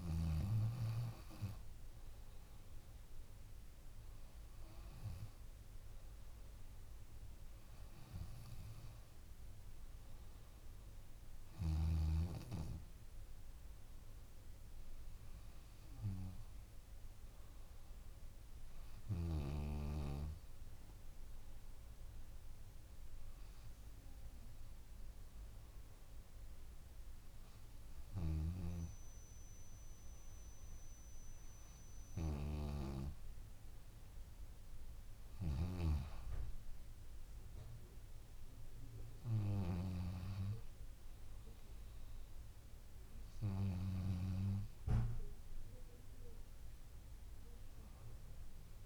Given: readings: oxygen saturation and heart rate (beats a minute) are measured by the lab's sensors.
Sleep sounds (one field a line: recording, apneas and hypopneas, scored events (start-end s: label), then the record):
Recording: breathing in sleep by a room microphone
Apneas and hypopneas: none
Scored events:
none scored
From the record:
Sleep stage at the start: N2 (light sleep)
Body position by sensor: on the back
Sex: female